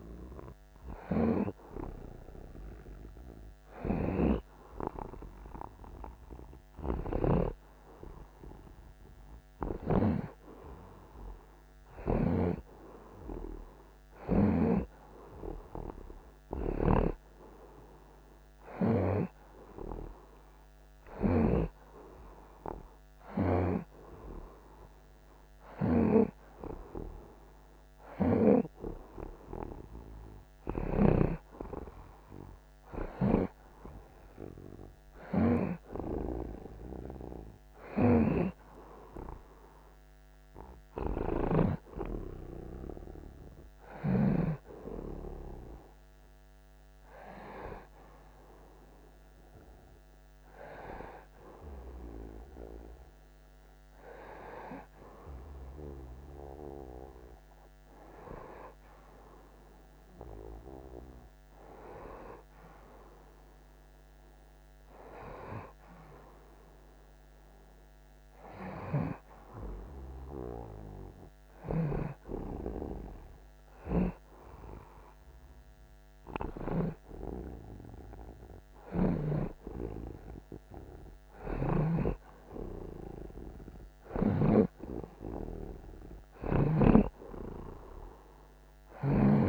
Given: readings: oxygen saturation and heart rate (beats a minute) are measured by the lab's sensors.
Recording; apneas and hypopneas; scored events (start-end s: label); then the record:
breathing in sleep by a microphone on the trachea; none
0.00-8.50 s: oxygen desaturation (device-marked, oxygen 87% lowest)
7.00-12.50 s: snoring (device-marked)
38.00-44.50 s: snoring (device-marked)
81.50-87.00 s: snoring (device-marked)
82.50-89.48 s: new sleep stage, N2 (light sleep)
From the record:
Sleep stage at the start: N1 (lightest sleep); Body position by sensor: on the right side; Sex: male